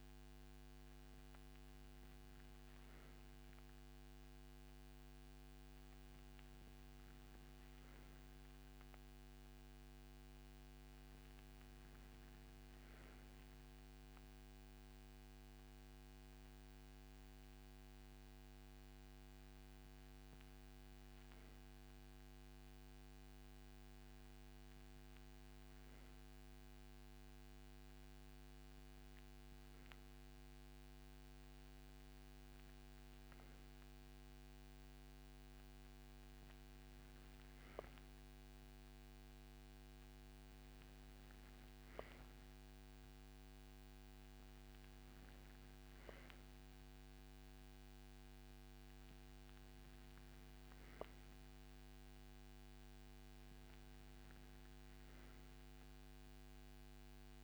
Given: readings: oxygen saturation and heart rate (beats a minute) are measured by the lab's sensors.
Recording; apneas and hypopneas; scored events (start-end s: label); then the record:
breathing in sleep, hard to hear, by a microphone on the trachea; none
none scored
From the record:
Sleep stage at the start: N2 (light sleep); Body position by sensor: on the right side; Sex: male